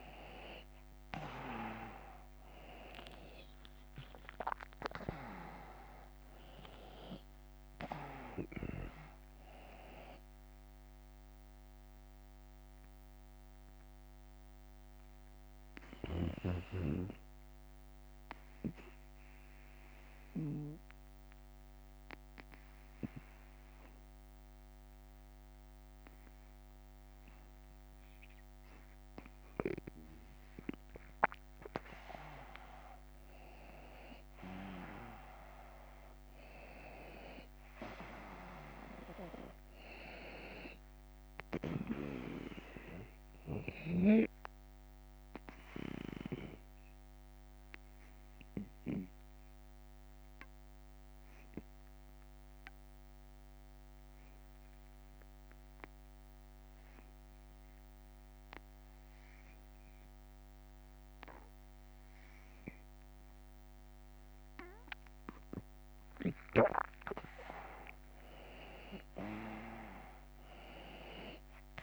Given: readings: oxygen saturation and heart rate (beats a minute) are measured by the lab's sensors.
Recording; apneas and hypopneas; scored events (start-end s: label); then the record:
breathing in sleep by a microphone on the trachea; 2
0.00-3.00 s: arousal
11.00-30.50 s: obstructive apnea (oxygen 96% before, 93% lowest, heart rate 80 before, 75 extreme, up 9 after)
33.00-37.00 s: arousal
44.00-65.50 s: obstructive apnea (oxygen 97% before, 92% lowest, heart rate 80 before, 77 extreme, up 5 after)
68.00-71.50 s: arousal
From the record:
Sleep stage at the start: N2 (light sleep); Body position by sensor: on the back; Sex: male